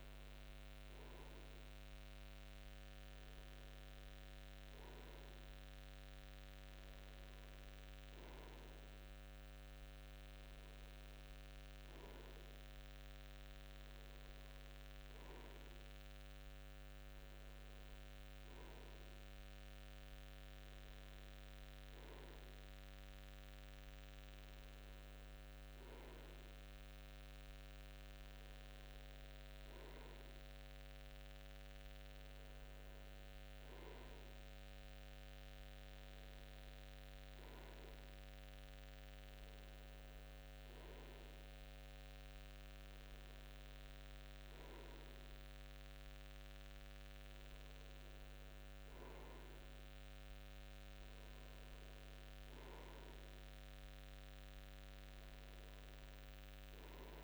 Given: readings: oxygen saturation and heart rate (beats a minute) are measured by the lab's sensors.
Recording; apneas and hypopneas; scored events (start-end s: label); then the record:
breathing in sleep, hard to hear, by a microphone on the trachea; none
none scored
From the record:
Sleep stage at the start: N2 (light sleep); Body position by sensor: on the front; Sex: male